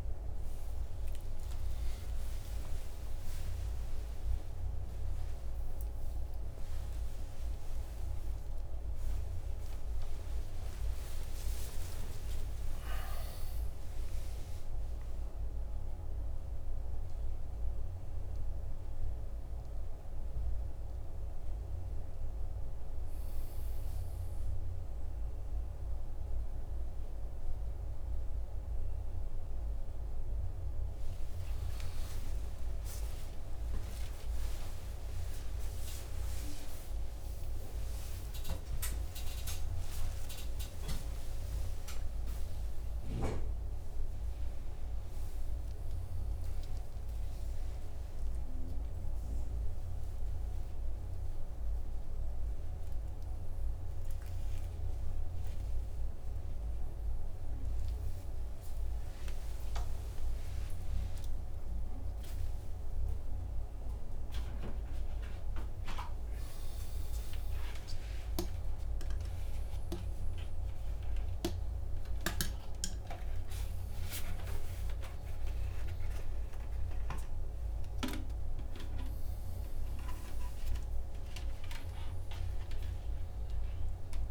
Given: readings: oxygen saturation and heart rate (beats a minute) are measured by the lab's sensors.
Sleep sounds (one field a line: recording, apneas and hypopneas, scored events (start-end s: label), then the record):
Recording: a person awake in a sleep study, by a room microphone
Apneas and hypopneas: none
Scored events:
none scored
From the record:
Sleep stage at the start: awake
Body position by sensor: on the right side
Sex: male